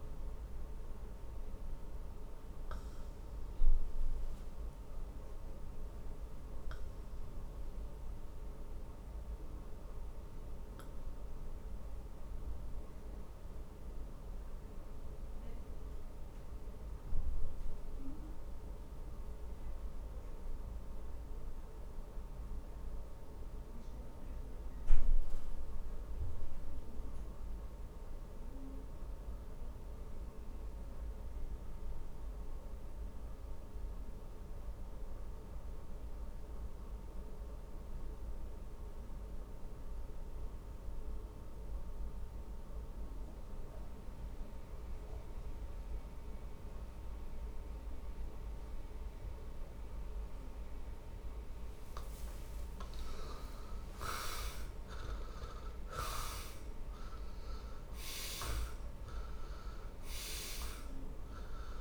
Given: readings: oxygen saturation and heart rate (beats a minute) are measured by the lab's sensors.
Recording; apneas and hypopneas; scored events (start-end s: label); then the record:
breathing in sleep, hard to hear, by a room microphone; 1
0.00-33.00 s: oxygen desaturation (device-marked, oxygen 81% lowest, heart rate 46 extreme)
0.50-52.50 s: obstructive apnea (oxygen 99% before, 76% lowest, heart rate 63 before, 46 extreme, up 25 after)
51.00-61.81 s: oxygen desaturation (device-marked, oxygen 99% before, 76% lowest, heart rate 48 before, 49 extreme)
54.00-59.50 s: arousal
From the record:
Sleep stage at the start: N2 (light sleep); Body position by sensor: on the back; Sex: male